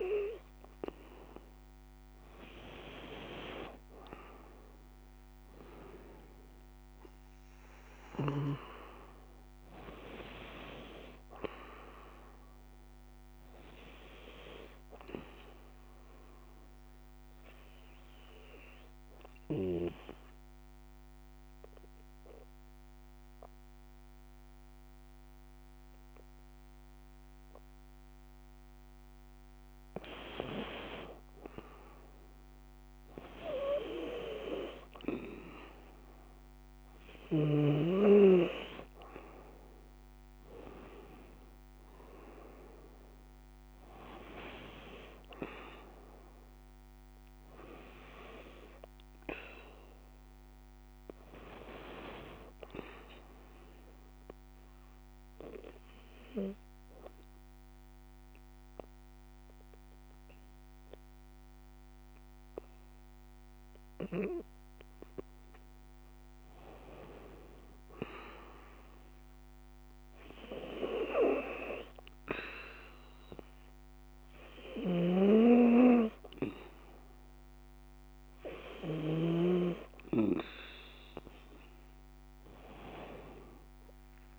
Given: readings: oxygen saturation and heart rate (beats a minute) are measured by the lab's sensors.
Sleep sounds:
breathing in sleep by a microphone on the trachea; 2
0.00-3.00 s: arousal
3.50-15.50 s: oxygen desaturation (device-marked, oxygen 94% before, 88% lowest, heart rate 68 before, 63 extreme)
17.00-29.50 s: obstructive apnea (oxygen 94% before, 87% lowest, heart rate 69 before, 67 extreme, up 6 after)
32.00-36.00 s: arousal
36.50-59.50 s: oxygen desaturation (device-marked, oxygen 94% before, 87% lowest, heart rate 68 before, 64 extreme)
53.50-64.50 s: obstructive apnea (oxygen 94% before, 89% lowest, heart rate 70 before, 64 extreme, up 7 after)
67.00-70.50 s: arousal
74.00-78.50 s: snoring (device-marked)
79.50-84.39 s: oxygen desaturation (device-marked, oxygen 94% before, 89% lowest, heart rate 67 before, 60 extreme)
From the record:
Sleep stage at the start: N2 (light sleep); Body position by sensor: on the right side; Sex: female

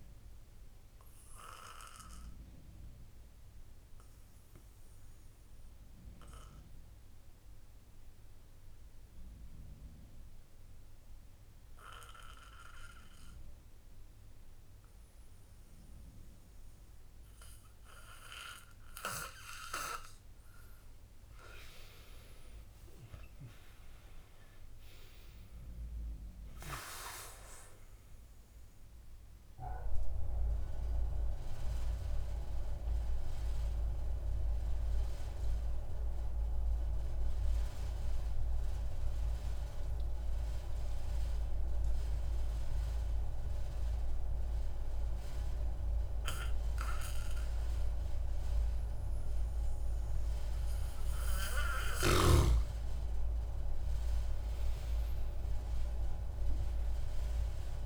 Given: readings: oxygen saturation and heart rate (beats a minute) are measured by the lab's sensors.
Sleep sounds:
breathing in sleep by a room microphone; 2
1.50-20.00 s: obstructive apnea (oxygen 97% before, 93% lowest)
21.50-24.00 s: arousal
30.00-51.50 s: obstructive apnea (oxygen 97% before, 93% lowest)
52.50-57.86 s: new sleep stage, N1 (lightest sleep)
53.00-57.50 s: arousal
From the record:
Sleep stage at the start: N2 (light sleep); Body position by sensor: on the back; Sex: male

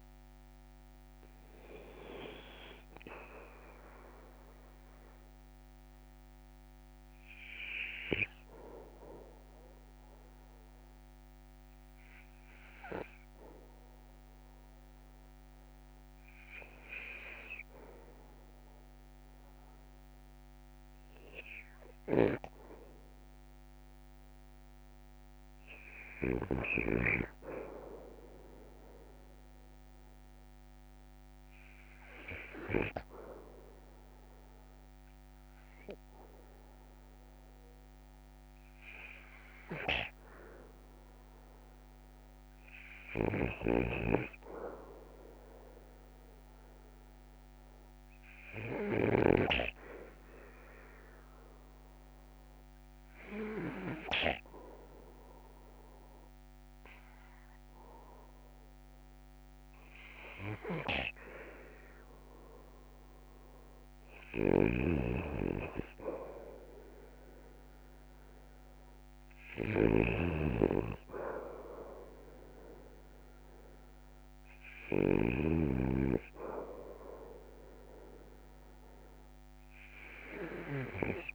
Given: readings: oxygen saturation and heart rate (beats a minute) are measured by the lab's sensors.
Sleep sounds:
breathing in sleep by a microphone on the trachea; 2
9.00-23.00 s: hypopnea (oxygen 98% before, 93% lowest, heart rate 61 before, 55 extreme, up 4 after)
22.00-27.50 s: snoring (device-marked)
26.00-29.50 s: arousal
43.00-54.00 s: snoring (device-marked)
46.00-63.00 s: hypopnea (oxygen 98% before, 91% lowest, heart rate 58 before, 49 extreme, up 12 after)
50.00-52.00 s: long interval between heartbeats (device-marked, heart rate 58 before, 59 extreme)
64.50-75.50 s: snoring (device-marked)
67.00-71.50 s: arousal
79.00-81.34 s: oxygen desaturation (device-marked, oxygen 95% before, 91% lowest, heart rate 64 before, 58 extreme)
From the record:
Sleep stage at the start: REM sleep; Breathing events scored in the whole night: 132 in 5.2 hours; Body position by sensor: on the back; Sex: male

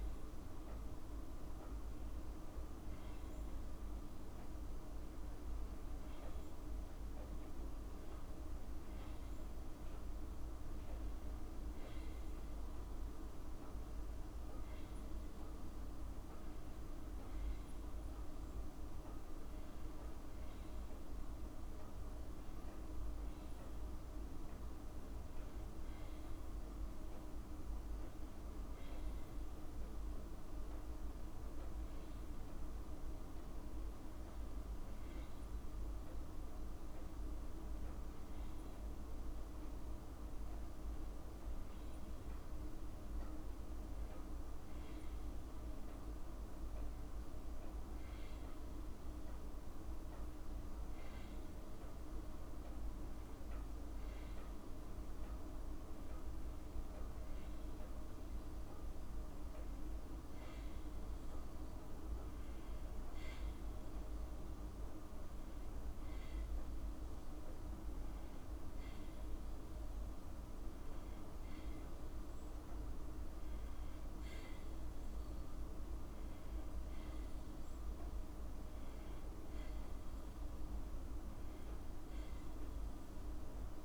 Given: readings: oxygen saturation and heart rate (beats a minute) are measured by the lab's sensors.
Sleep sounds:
a person awake in a sleep study, hard to hear, by a room microphone; none
none scored
From the record:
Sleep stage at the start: awake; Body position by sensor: on the back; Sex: female

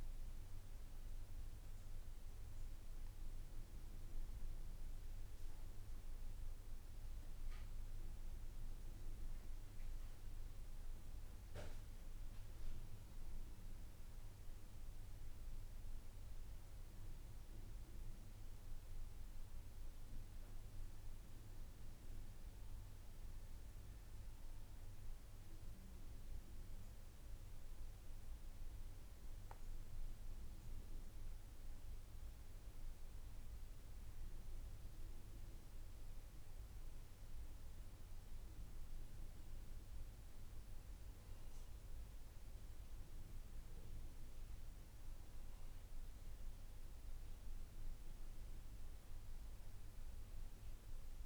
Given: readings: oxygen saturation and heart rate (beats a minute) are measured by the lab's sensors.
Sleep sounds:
breathing in sleep, hard to hear, by a room microphone; none
none scored
From the record:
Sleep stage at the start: N2 (light sleep); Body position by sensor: on the back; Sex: male

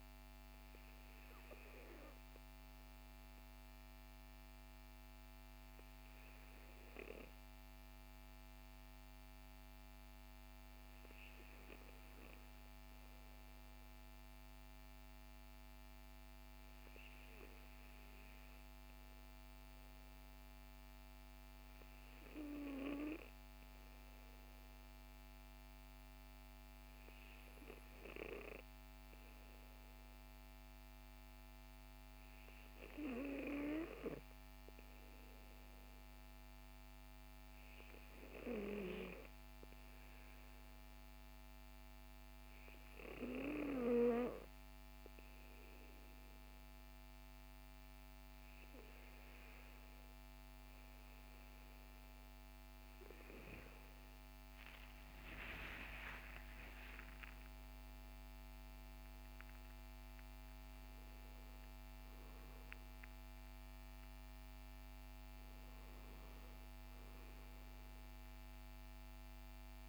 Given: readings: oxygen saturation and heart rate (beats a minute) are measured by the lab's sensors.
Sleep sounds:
breathing in sleep by a microphone on the trachea; none
53.50-57.00 s: arousal
From the record:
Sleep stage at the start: N2 (light sleep); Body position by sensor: on the back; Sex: male

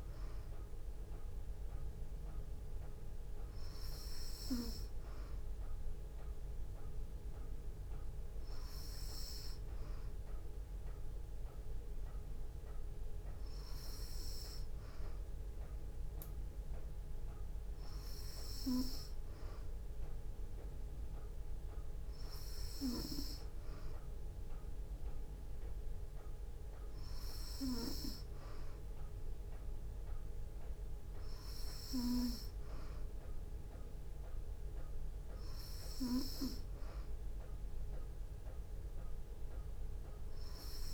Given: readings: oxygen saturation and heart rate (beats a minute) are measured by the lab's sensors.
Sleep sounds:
breathing in sleep by a room microphone; none
8.50-40.94 s: new sleep stage, N3 (deep sleep)
From the record:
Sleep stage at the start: N2 (light sleep); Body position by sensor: on the back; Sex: female

